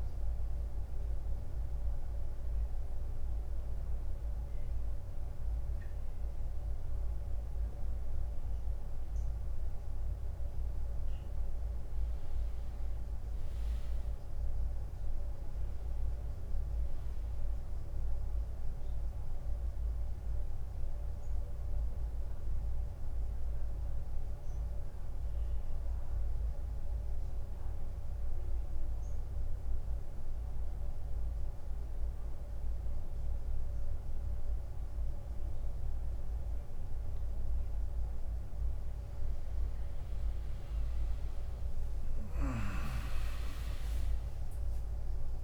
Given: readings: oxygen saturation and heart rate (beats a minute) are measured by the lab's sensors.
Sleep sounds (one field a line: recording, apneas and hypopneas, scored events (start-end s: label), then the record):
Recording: breathing in sleep, hard to hear, by a room microphone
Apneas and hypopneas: 2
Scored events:
0.50-13.00 s: mixed apnea (oxygen 95% before, 92% lowest, heart rate 89 before, 89 extreme, up 2 after)
15.50-20.00 s: arousal
20.50-24.50 s: oxygen desaturation (device-marked, oxygen 96% before, 93% lowest, heart rate 91 before, 84 extreme)
27.00-41.00 s: mixed apnea (oxygen 96% before, 92% lowest, heart rate 91 before, 84 extreme, up 1 after)
41.50-45.44 s: drop in pulse transit time (device-marked, heart rate 92 before, 84 extreme)
From the record:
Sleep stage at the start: N2 (light sleep)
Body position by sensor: on the front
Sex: male